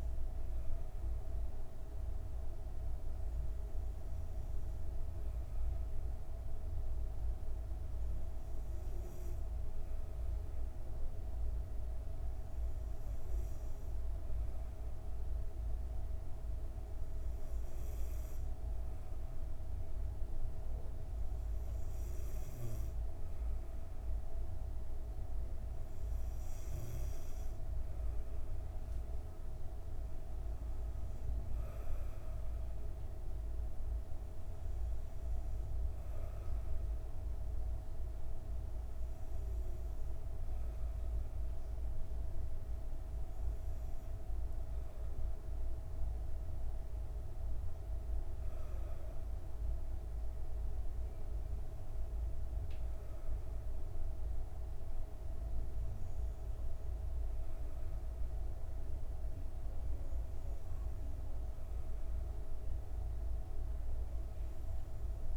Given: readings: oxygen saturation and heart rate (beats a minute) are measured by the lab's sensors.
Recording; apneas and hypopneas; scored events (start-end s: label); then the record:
breathing in sleep, hard to hear, by a room microphone; none
none scored
From the record:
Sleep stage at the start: N2 (light sleep); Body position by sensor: on the back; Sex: female